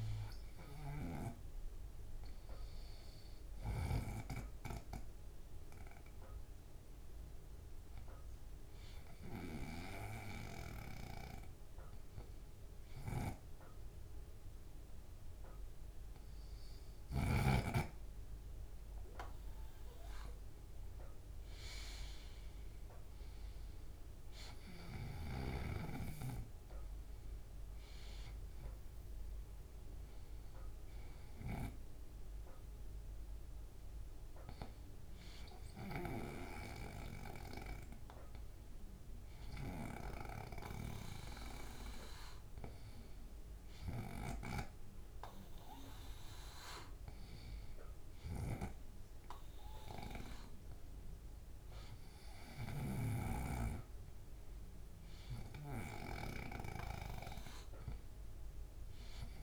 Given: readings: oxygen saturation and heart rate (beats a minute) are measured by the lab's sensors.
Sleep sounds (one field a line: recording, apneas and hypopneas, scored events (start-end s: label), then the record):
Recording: breathing in sleep by a room microphone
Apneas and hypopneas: 1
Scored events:
0.00-2.50 s: oxygen desaturation (device-marked, oxygen 93% lowest, heart rate 59 extreme)
9.00-19.50 s: hypopnea (oxygen 97% before, 95% lowest, heart rate 75 before, 59 extreme, up 4 after)
21.00-25.50 s: arousal
48.00-53.00 s: snoring (device-marked)
From the record:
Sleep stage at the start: N2 (light sleep)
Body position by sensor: on the right side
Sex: male